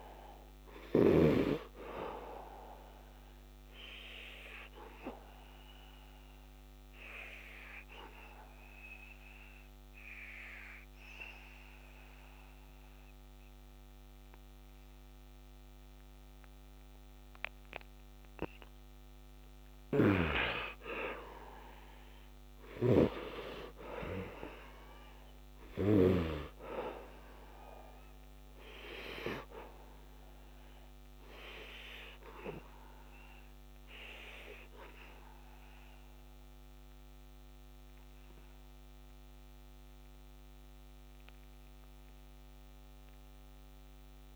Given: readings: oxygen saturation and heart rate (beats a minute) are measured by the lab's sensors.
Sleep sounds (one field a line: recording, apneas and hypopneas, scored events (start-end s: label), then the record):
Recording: breathing in sleep by a microphone on the trachea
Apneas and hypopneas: 2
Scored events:
0.00-14.50 s: oxygen desaturation (device-marked, oxygen 86% lowest, heart rate 68 extreme)
1.00-17.00 s: obstructive apnea (oxygen 99% before, 74% lowest, heart rate 72 before, 68 extreme, up 12 after)
18.50-22.50 s: arousal
25.00-37.00 s: obstructive apnea (oxygen 98% before, 68% lowest, heart rate 73 before, 68 extreme, up 0 after)
26.50-40.50 s: oxygen desaturation (device-marked, oxygen 98% before, 87% lowest, heart rate 74 before, 68 extreme)
38.50-41.50 s: arousal
From the record:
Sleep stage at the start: N2 (light sleep)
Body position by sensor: on the back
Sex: male